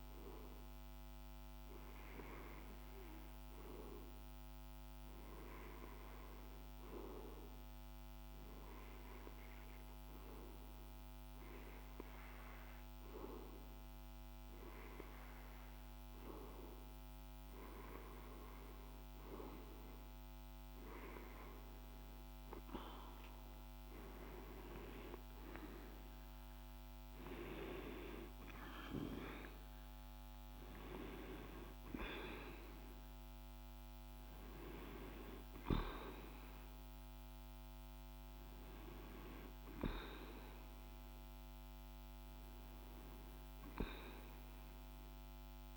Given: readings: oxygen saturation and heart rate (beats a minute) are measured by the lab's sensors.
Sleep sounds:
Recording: breathing in sleep by a microphone on the trachea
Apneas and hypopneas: 1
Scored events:
2.50-17.50 s: hypopnea (oxygen 99% before, 94% lowest, heart rate 53 before, 52 extreme, up 10 after)
4.50-11.50 s: oxygen desaturation (device-marked, oxygen 98% before, 96% lowest, heart rate 53 before, 52 extreme)
21.00-25.00 s: arousal
From the record:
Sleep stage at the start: REM sleep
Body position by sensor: on the back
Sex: male

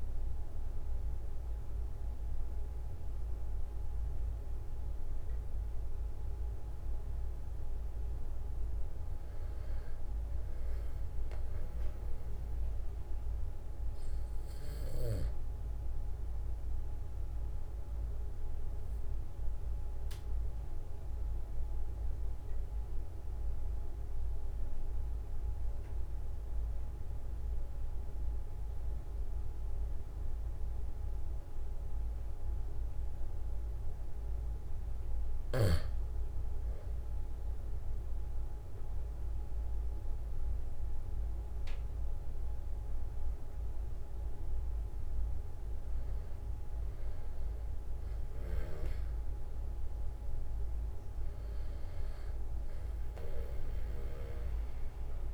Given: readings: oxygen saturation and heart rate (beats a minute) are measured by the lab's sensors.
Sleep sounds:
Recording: breathing in sleep, hard to hear, by a room microphone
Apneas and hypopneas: 1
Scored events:
16.50-34.00 s: mixed apnea (oxygen 97% before, 92% lowest, heart rate 46 before, 42 extreme, up 3 after)
37.00-40.50 s: arousal
From the record:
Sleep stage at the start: N2 (light sleep)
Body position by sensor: on the back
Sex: male

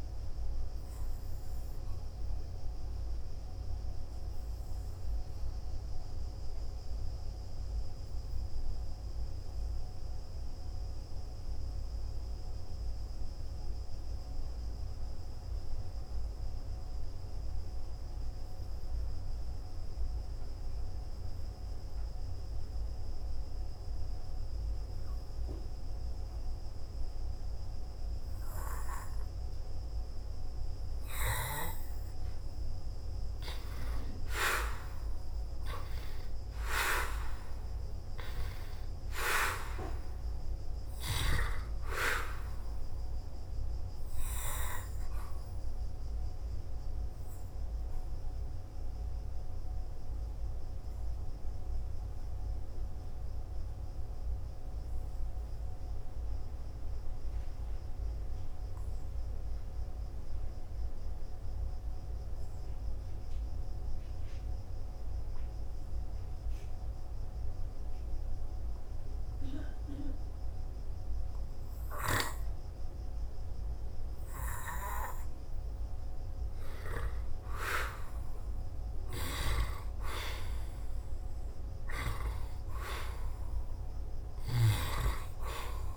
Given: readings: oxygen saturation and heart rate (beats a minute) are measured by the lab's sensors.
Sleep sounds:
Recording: breathing in sleep by a room microphone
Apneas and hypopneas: 3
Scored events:
0.50-31.00 s: hypopnea (oxygen 97% before, 87% lowest, heart rate 56 before, 53 extreme, up 3 after)
9.00-25.00 s: oxygen desaturation (device-marked, oxygen 96% before, 87% lowest, heart rate 59 before, 53 extreme)
33.50-37.50 s: arousal
37.00-43.00 s: oxygen desaturation (device-marked, oxygen 98% before, 94% lowest, heart rate 55 before, 55 extreme)
43.00-55.00 s: hypopnea (oxygen 98% before, 88% lowest, heart rate 55 before, 53 extreme, up 0 after)
54.00-71.00 s: oxygen desaturation (device-marked, oxygen 96% before, 88% lowest, heart rate 58 before, 53 extreme)
57.00-59.50 s: arousal
62.50-74.50 s: obstructive apnea (oxygen 97% before, 88% lowest, heart rate 59 before, 53 extreme, up 4 after)
78.00-82.50 s: arousal
From the record:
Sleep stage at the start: N2 (light sleep)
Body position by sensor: on the back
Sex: male

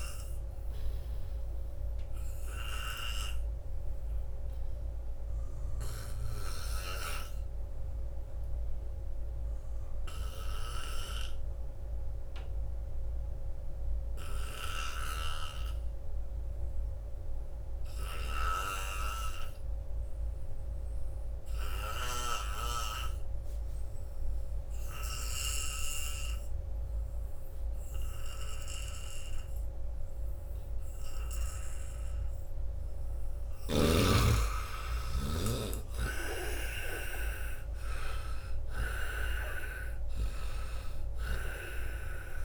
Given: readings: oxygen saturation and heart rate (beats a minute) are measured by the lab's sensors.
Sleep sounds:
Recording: breathing in sleep by a room microphone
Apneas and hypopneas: 1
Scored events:
0.00-10.50 s: oxygen desaturation (device-marked, oxygen 79% lowest, heart rate 79 extreme)
1.00-31.50 s: obstructive apnea (oxygen 98% before, 79% lowest, heart rate 85 before, 79 extreme, up 11 after)
24.50-42.45 s: oxygen desaturation (device-marked, oxygen 98% before, 79% lowest, heart rate 84 before, 79 extreme)
33.00-36.50 s: arousal
From the record:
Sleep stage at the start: N2 (light sleep)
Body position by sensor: on the front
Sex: male

